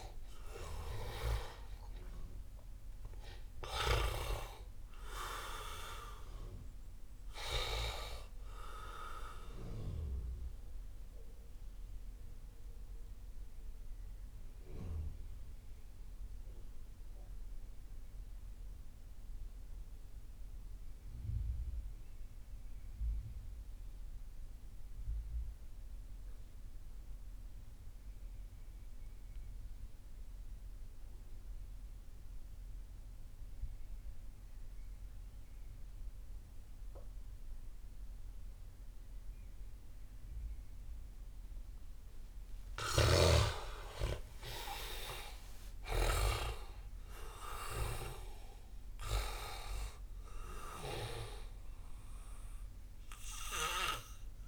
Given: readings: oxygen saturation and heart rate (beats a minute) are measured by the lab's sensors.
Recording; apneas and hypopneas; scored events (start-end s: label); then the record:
breathing in sleep by a room microphone; 1
0.00-1.50 s: arousal
0.00-25.50 s: oxygen desaturation (device-marked, oxygen 78% lowest)
9.50-41.50 s: mixed apnea (oxygen 98% before, 78% lowest)
42.50-46.00 s: arousal
42.50-46.00 s: snoring (device-marked)
42.50-54.48 s: oxygen desaturation (device-marked, oxygen 98% before, 83% lowest)
From the record:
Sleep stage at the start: REM sleep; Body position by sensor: on the back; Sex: male